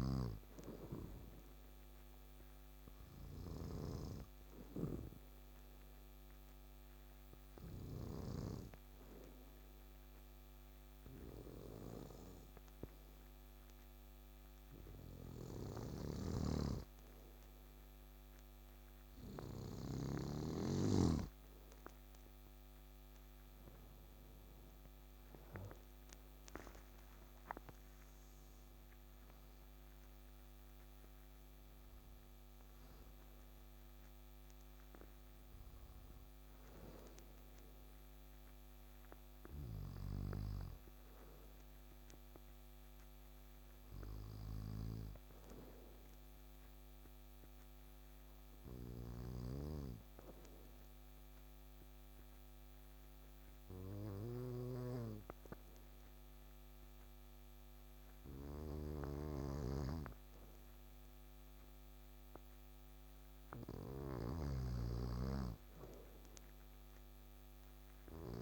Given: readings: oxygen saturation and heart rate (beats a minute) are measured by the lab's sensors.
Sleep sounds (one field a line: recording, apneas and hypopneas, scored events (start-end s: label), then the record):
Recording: breathing in sleep by a microphone on the trachea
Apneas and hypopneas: 2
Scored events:
0.00-8.00 s: snoring (device-marked)
1.50-22.50 s: obstructive apnea (oxygen 98% before, 94% lowest, heart rate 68 before, 65 extreme, up 10 after)
15.00-20.00 s: snoring (device-marked)
24.00-27.50 s: arousal
39.00-68.41 s: snoring (device-marked)
46.50-62.50 s: obstructive apnea (oxygen 97% before, 89% lowest, heart rate 71 before, 63 extreme, up 4 after)
65.00-68.41 s: arousal
From the record:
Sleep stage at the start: N2 (light sleep)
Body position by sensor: on the back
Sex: male